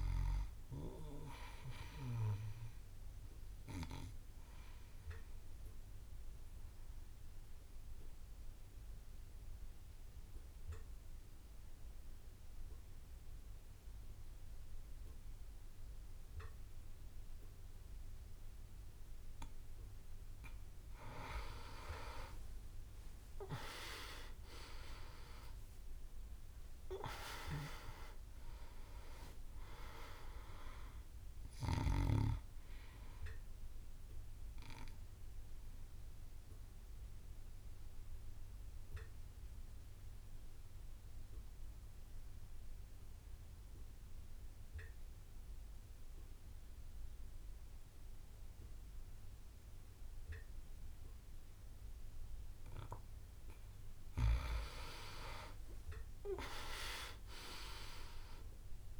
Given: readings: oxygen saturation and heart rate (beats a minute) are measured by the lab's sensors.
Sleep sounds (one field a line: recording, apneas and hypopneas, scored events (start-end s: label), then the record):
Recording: breathing in sleep by a room microphone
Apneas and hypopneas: 2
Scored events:
0.00-15.00 s: oxygen desaturation (device-marked, oxygen 92% lowest)
4.50-20.00 s: obstructive apnea (oxygen 98% before, 90% lowest)
23.50-29.00 s: arousal
34.50-53.50 s: obstructive apnea (oxygen 98% before, 90% lowest)
37.00-47.00 s: oxygen desaturation (device-marked, oxygen 95% before, 90% lowest)
56.00-59.00 s: oxygen desaturation (device-marked, oxygen 99% before, 90% lowest)
56.50-59.00 s: arousal
From the record:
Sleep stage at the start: N2 (light sleep)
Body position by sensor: on the back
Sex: male